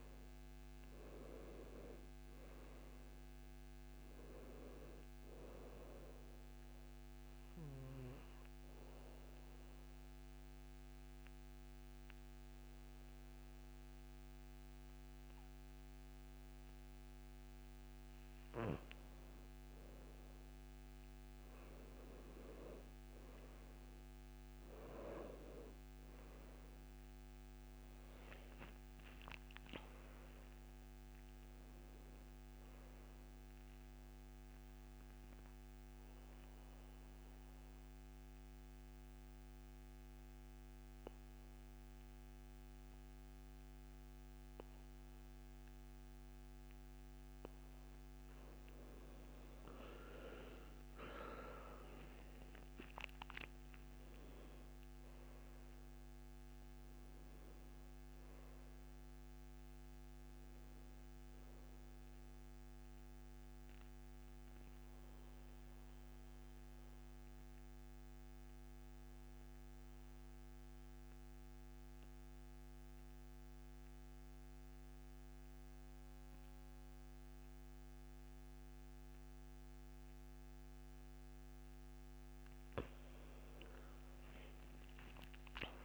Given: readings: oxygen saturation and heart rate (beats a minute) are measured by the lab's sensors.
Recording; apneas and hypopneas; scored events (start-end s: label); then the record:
breathing in sleep by a microphone on the trachea; 3
0.00-1.00 s: arousal
0.00-14.00 s: oxygen desaturation (device-marked, oxygen 89% lowest, heart rate 65 extreme)
7.00-18.00 s: obstructive apnea (oxygen 96% before, 89% lowest, heart rate 72 before, 64 extreme, up 4 after)
19.50-23.50 s: arousal
24.00-42.00 s: oxygen desaturation (device-marked, oxygen 97% before, 91% lowest, heart rate 68 before, 63 extreme)
34.00-46.50 s: obstructive apnea (oxygen 97% before, 87% lowest, heart rate 71 before, 63 extreme, up 13 after)
49.00-53.50 s: arousal
54.00-70.00 s: oxygen desaturation (device-marked, oxygen 98% before, 90% lowest, heart rate 68 before, 65 extreme)
63.00-81.50 s: obstructive apnea (oxygen 98% before, 87% lowest, heart rate 71 before, 65 extreme, up 11 after)
83.50-85.85 s: arousal
84.00-85.85 s: oxygen desaturation (device-marked, oxygen 99% before, 87% lowest, heart rate 68 before, 65 extreme)
From the record:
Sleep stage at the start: N2 (light sleep); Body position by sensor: on the back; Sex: male